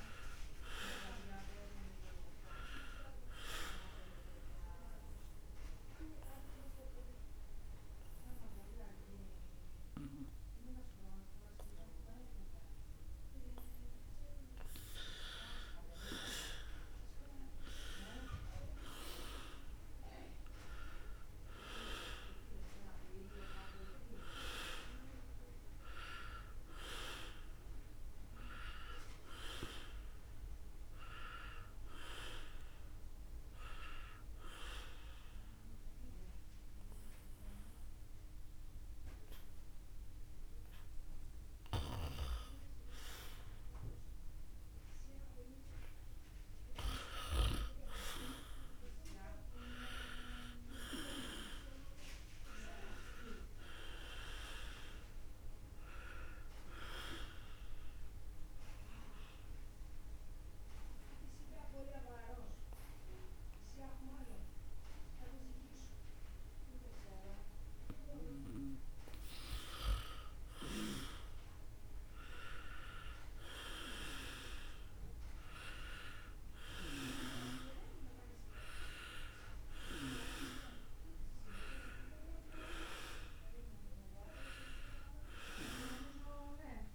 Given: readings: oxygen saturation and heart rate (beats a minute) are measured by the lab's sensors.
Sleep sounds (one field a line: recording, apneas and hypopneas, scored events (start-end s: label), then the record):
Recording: breathing in sleep by a room microphone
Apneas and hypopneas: 3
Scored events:
0.00-8.50 s: oxygen desaturation (device-marked, oxygen 91% lowest, heart rate 68 extreme)
3.50-15.00 s: obstructive apnea (oxygen 96% before, 89% lowest, heart rate 70 before, 68 extreme)
16.50-20.00 s: arousal
21.50-36.50 s: oxygen desaturation (device-marked, oxygen 96% before, 89% lowest, heart rate 71 before, 68 extreme)
36.00-46.50 s: obstructive apnea (oxygen 96% before, 88% lowest, heart rate 71 before, 68 extreme)
48.00-51.50 s: arousal
49.50-70.50 s: oxygen desaturation (device-marked, oxygen 97% before, 91% lowest, heart rate 73 before, 67 extreme)
58.00-69.50 s: obstructive apnea (oxygen 97% before, 88% lowest, heart rate 71 before, 67 extreme, up 1 after)
71.00-75.50 s: arousal
77.50-86.95 s: oxygen desaturation (device-marked, oxygen 97% before, 88% lowest, heart rate 69 before, 67 extreme)
From the record:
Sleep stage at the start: N2 (light sleep)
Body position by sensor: on the back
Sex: male